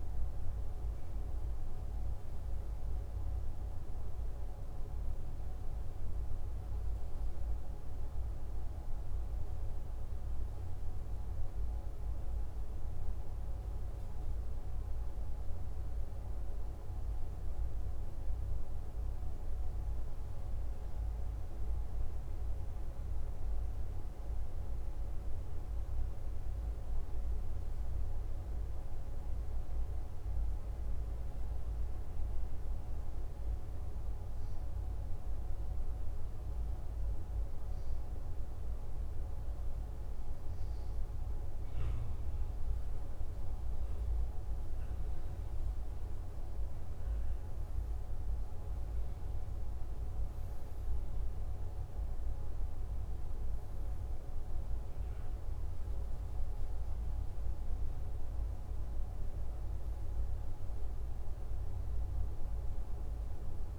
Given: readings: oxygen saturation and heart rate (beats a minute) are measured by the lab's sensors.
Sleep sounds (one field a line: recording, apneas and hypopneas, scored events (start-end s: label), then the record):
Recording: breathing in sleep, hard to hear, by a room microphone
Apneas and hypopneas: 1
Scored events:
21.00-40.50 s: hypopnea (oxygen 97% before, 93% lowest, heart rate 61 before, 60 extreme, up 7 after)
43.00-46.50 s: arousal
From the record:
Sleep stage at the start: N2 (light sleep)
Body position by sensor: on the back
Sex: male